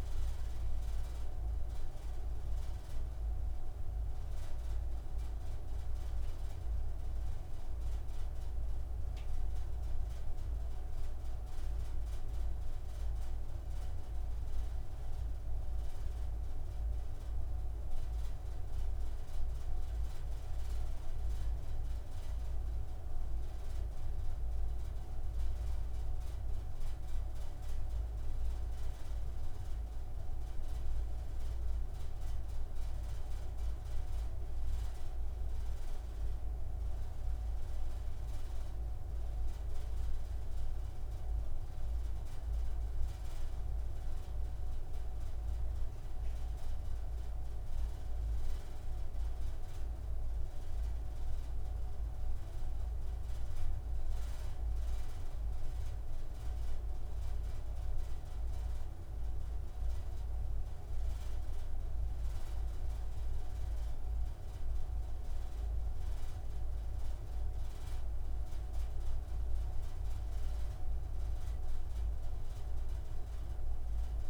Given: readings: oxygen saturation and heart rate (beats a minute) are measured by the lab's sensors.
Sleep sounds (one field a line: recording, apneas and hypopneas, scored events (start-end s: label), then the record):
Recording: breathing in sleep, hard to hear, by a room microphone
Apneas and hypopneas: none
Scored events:
none scored
From the record:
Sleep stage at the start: N2 (light sleep)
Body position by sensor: on the right side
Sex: male